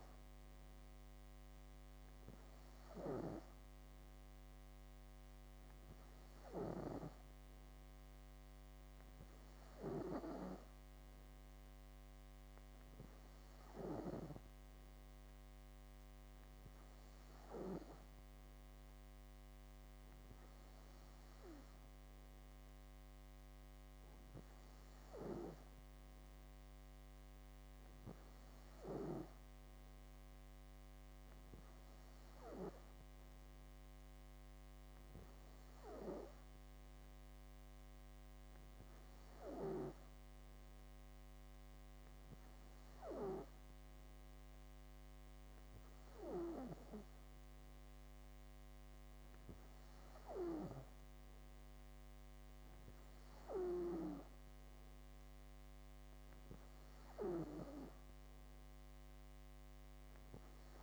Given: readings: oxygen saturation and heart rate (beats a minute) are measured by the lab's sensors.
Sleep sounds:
breathing in sleep by a microphone on the trachea; none
53.50-56.50 s: arousal
From the record:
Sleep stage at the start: N2 (light sleep); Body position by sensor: on the back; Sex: female

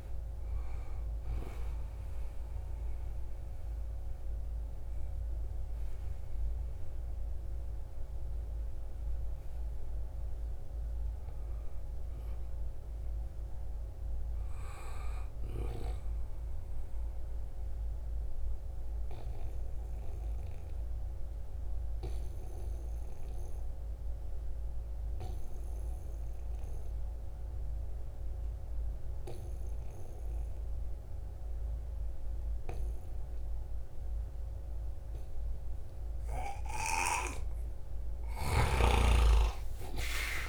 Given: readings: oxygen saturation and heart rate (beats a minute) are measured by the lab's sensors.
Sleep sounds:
breathing in sleep by a room microphone; 1
0.00-9.00 s: oxygen desaturation (device-marked, oxygen 87% lowest, heart rate 65 extreme)
11.50-16.00 s: arousal
18.50-36.00 s: obstructive apnea (oxygen 98% before, 91% lowest, heart rate 81 before, 71 extreme, up 3 after)
37.00-40.49 s: oxygen desaturation (device-marked, oxygen 97% before, 91% lowest, heart rate 73 before, 64 extreme)
37.50-40.49 s: arousal
37.50-40.49 s: snoring (device-marked)
From the record:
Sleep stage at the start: N2 (light sleep); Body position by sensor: on the right side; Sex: male

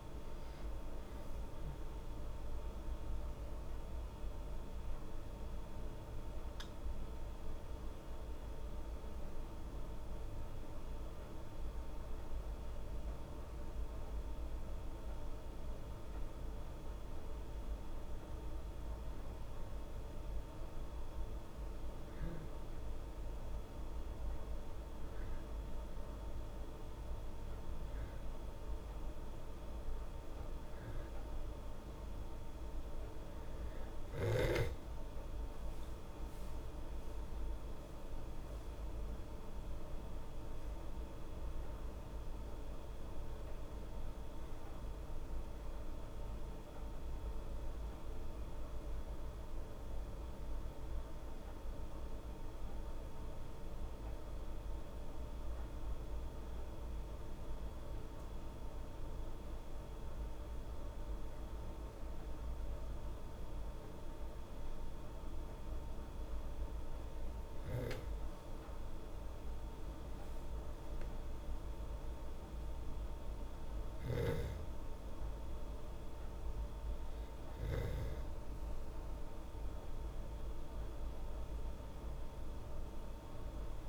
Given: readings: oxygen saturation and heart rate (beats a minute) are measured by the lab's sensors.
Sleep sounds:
breathing in sleep, hard to hear, by a room microphone; 1
2.00-17.00 s: hypopnea (oxygen 97% before, 95% lowest, heart rate 79 before, 69 extreme, up 4 after)
19.00-22.00 s: arousal
74.00-78.00 s: snoring (device-marked)
From the record:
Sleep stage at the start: N2 (light sleep); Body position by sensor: on the back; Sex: female

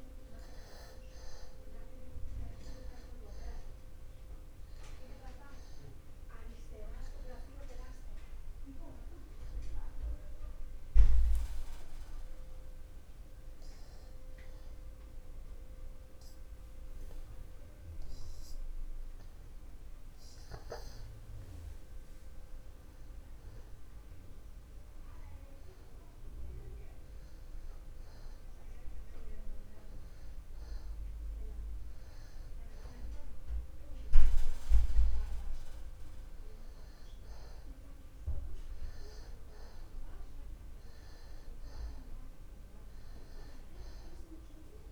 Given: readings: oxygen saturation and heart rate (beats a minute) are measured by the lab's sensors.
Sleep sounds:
breathing in sleep by a room microphone; 1
0.00-21.00 s: oxygen desaturation (device-marked, oxygen 88% lowest, heart rate 34 extreme)
10.50-22.50 s: hypopnea (oxygen 95% before, 88% lowest, heart rate 43 before, 43 extreme, up 12 after)
24.50-28.00 s: arousal
40.00-44.92 s: oxygen desaturation (device-marked, oxygen 96% before, 91% lowest, heart rate 57 before, 35 extreme)
From the record:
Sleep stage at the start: N2 (light sleep); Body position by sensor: on the back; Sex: male

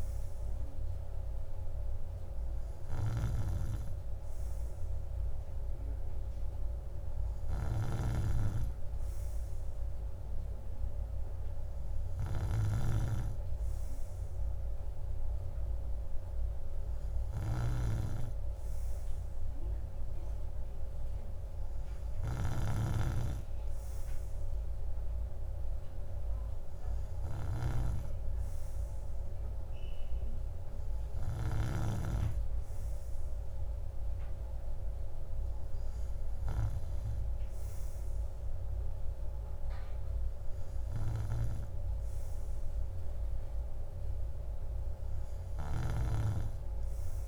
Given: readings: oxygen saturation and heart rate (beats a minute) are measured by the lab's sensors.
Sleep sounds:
breathing in sleep by a room microphone; none
none scored
From the record:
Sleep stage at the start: N3 (deep sleep); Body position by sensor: on the right side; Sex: male

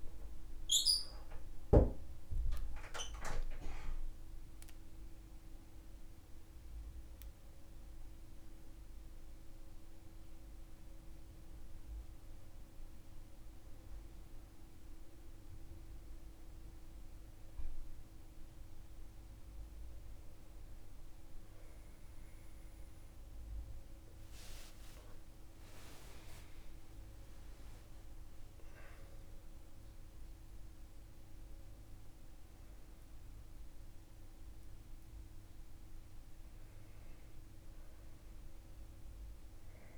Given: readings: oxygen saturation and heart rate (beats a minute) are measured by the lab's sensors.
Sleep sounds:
breathing in sleep by a room microphone; none
none scored
From the record:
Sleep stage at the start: N1 (lightest sleep); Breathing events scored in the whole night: 112 in 6.8 hours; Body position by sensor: on the back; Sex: male

